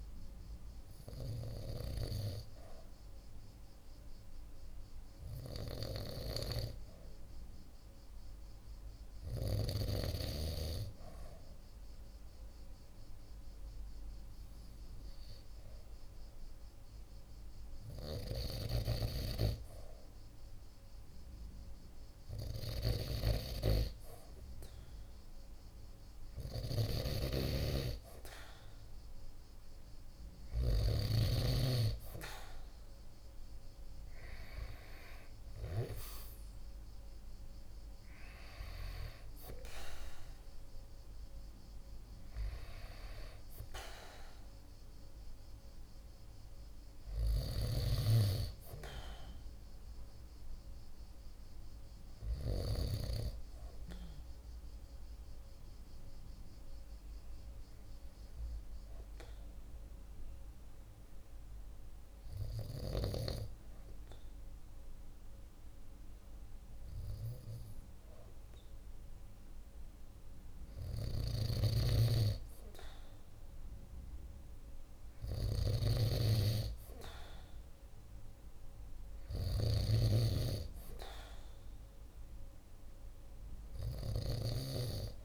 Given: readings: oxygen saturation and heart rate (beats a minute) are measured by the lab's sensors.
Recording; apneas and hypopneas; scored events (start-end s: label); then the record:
breathing in sleep by a room microphone; 2
1.00-20.50 s: hypopnea (oxygen 96% before, 94% lowest, heart rate 49 before, 47 extreme, up 2 after)
23.00-26.50 s: arousal
54.50-69.50 s: hypopnea (oxygen 95% before, 95% lowest, heart rate 50 before, 48 extreme, up 2 after)
71.00-80.00 s: snoring (device-marked)
72.50-77.50 s: arousal
From the record:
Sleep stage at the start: N2 (light sleep); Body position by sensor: on the right side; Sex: male